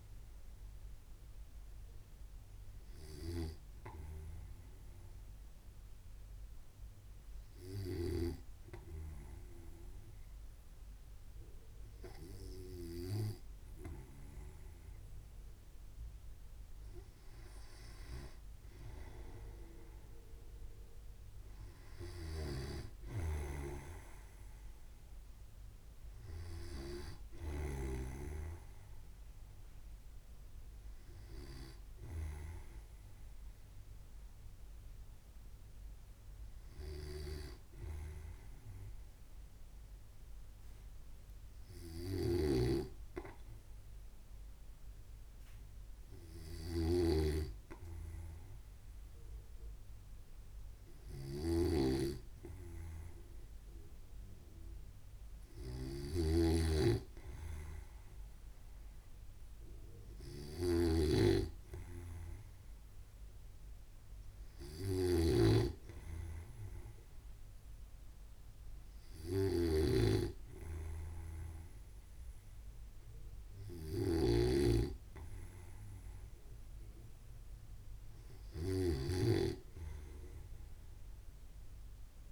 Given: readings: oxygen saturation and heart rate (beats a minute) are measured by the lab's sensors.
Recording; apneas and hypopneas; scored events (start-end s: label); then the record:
breathing in sleep by a room microphone; 2
0.00-3.00 s: oxygen desaturation (device-marked, oxygen 93% lowest, heart rate 63 extreme)
3.00-17.50 s: hypopnea (oxygen 97% before, 95% lowest, heart rate 64 before, 62 extreme, up 2 after)
20.50-23.50 s: arousal
23.00-28.50 s: snoring (device-marked)
40.00-56.00 s: hypopnea (oxygen 98% before, 94% lowest, heart rate 64 before, 63 extreme, up 2 after)
43.00-82.32 s: snoring (device-marked)
59.50-63.00 s: arousal
From the record:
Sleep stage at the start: N2 (light sleep); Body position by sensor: on the right side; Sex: male